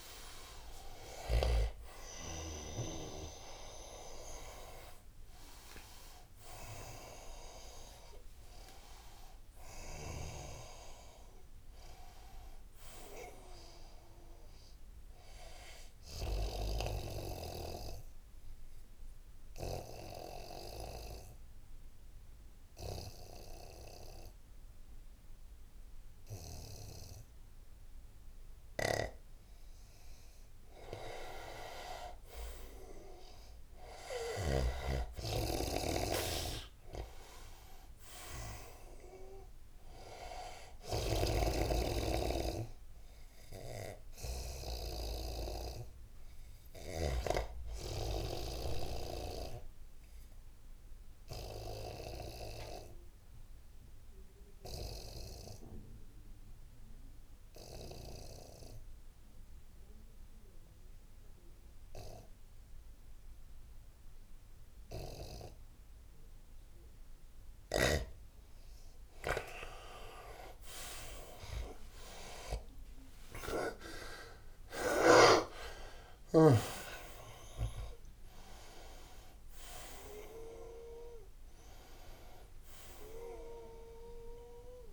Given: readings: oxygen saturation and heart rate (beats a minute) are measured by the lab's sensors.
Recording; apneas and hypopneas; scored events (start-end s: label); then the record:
breathing in sleep by a room microphone; 2
0.00-1.50 s: snoring (device-marked)
0.00-4.50 s: oxygen desaturation (device-marked, oxygen 92% lowest, heart rate 74 extreme)
6.50-21.50 s: oxygen desaturation (device-marked, oxygen 97% before, 89% lowest, heart rate 78 before, 73 extreme)
16.00-29.50 s: obstructive apnea (oxygen 99% before, 85% lowest, heart rate 83 before, 73 extreme, up 5 after)
32.50-36.50 s: arousal
38.50-48.50 s: oxygen desaturation (device-marked, oxygen 99% before, 92% lowest, heart rate 77 before, 68 extreme)
41.00-47.50 s: snoring (device-marked)
49.00-66.50 s: obstructive apnea (oxygen 99% before, 84% lowest, heart rate 77 before, 68 extreme, up 0 after)
63.50-84.93 s: oxygen desaturation (device-marked, oxygen 98% before, 84% lowest, heart rate 77 before, 69 extreme)
69.00-74.00 s: arousal
From the record:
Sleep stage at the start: N2 (light sleep); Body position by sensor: on the right side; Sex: male